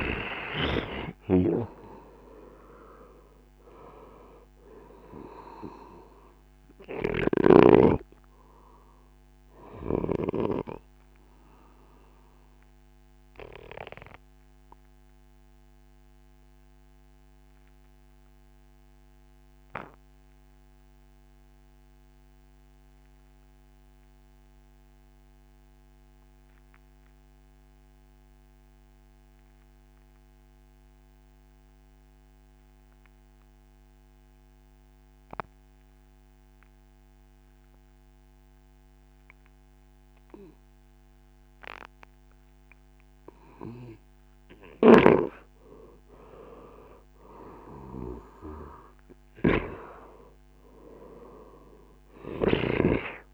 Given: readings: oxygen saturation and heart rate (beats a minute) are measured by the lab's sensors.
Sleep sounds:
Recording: breathing in sleep by a microphone on the trachea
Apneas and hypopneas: 1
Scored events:
0.00-18.50 s: oxygen desaturation (device-marked, oxygen 91% lowest, heart rate 56 extreme)
0.50-10.00 s: snoring (device-marked)
2.00-5.50 s: arousal
7.50-9.50 s: tachycardia (device-marked, heart rate 70 before, 96 extreme)
12.00-42.00 s: obstructive apnea (oxygen 97% before, 91% lowest, heart rate 68 before, 56 extreme, up 6 after)
44.50-52.50 s: snoring (device-marked)
45.50-49.00 s: arousal
45.50-53.34 s: oxygen desaturation (device-marked, oxygen 98% before, 93% lowest, heart rate 72 before, 62 extreme)
From the record:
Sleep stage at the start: N2 (light sleep)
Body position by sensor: on the right side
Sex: male

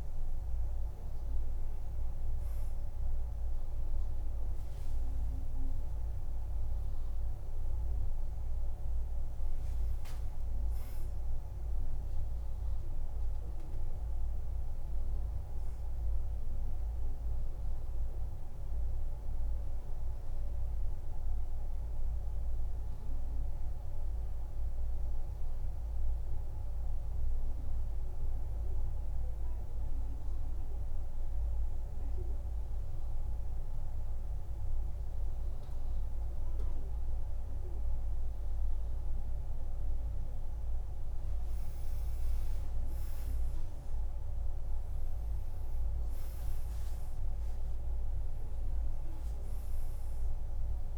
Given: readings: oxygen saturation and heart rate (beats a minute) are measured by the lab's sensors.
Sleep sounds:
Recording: breathing in sleep, hard to hear, by a room microphone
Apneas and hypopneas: 1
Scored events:
0.00-24.00 s: oxygen desaturation (device-marked, oxygen 91% lowest, heart rate 49 extreme)
5.00-7.00 s: long interval between heartbeats (device-marked, heart rate 58 before, 66 extreme)
17.50-40.50 s: mixed apnea (oxygen 99% before, 89% lowest, heart rate 63 before, 47 extreme, up 13 after)
42.50-46.50 s: arousal
43.00-50.98 s: oxygen desaturation (device-marked, oxygen 99% before, 90% lowest, heart rate 54 before, 47 extreme)
From the record:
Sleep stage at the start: N2 (light sleep)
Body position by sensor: on the back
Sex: male

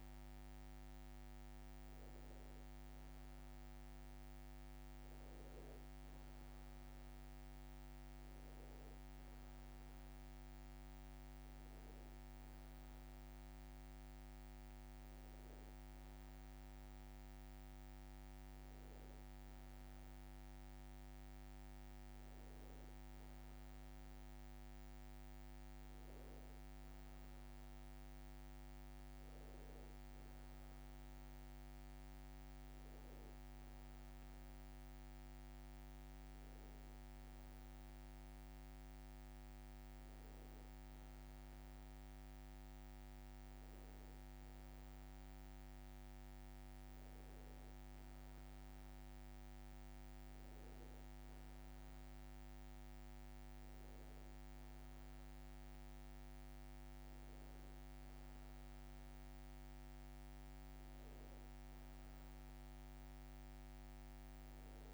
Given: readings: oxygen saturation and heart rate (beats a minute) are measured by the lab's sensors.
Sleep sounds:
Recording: breathing in sleep, hard to hear, by a microphone on the trachea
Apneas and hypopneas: none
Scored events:
62.50-64.94 s: new sleep stage, awake
From the record:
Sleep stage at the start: N1 (lightest sleep)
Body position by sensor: on the back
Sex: male

